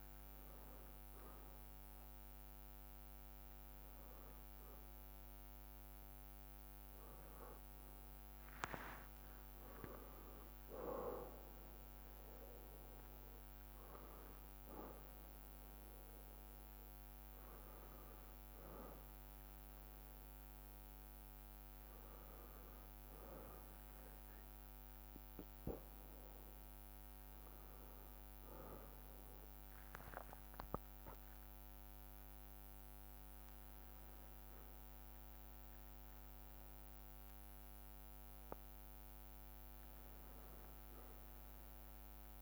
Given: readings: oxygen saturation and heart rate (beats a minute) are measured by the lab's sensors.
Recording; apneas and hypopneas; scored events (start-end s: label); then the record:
a person awake in a sleep study, by a microphone on the trachea; none
7.50-37.50 s: new sleep stage, awake
33.50-39.50 s: bradycardia (device-marked, heart rate 66 before, 58 extreme)
37.50-42.42 s: new sleep stage, N1 (lightest sleep)
From the record:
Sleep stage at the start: N1 (lightest sleep); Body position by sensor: on the back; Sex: male